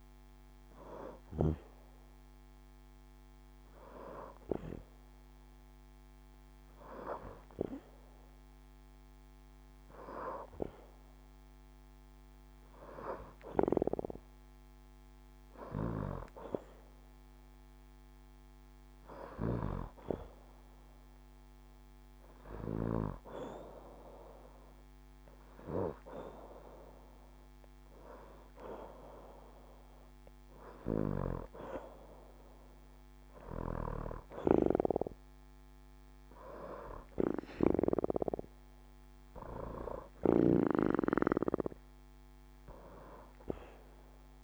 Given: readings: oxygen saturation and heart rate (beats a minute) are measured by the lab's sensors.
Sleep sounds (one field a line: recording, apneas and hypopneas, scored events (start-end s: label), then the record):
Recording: breathing in sleep by a microphone on the trachea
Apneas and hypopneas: none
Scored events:
42.00-44.44 s: arousal
From the record:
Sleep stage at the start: N2 (light sleep)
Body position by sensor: on the back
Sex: female